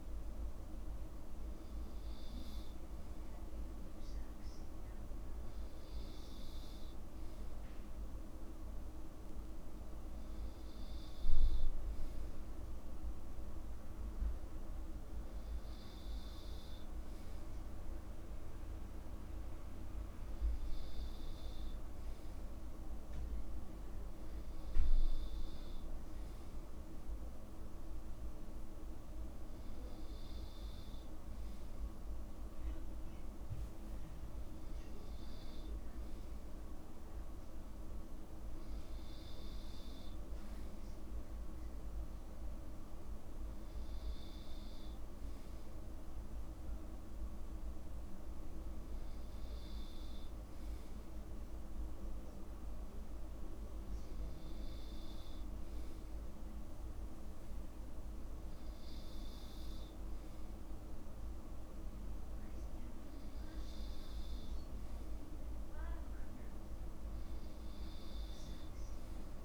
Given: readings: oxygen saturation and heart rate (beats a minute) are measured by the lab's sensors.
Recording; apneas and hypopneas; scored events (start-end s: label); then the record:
breathing in sleep, hard to hear, by a room microphone; none
none scored
From the record:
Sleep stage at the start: N2 (light sleep); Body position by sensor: on the back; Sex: male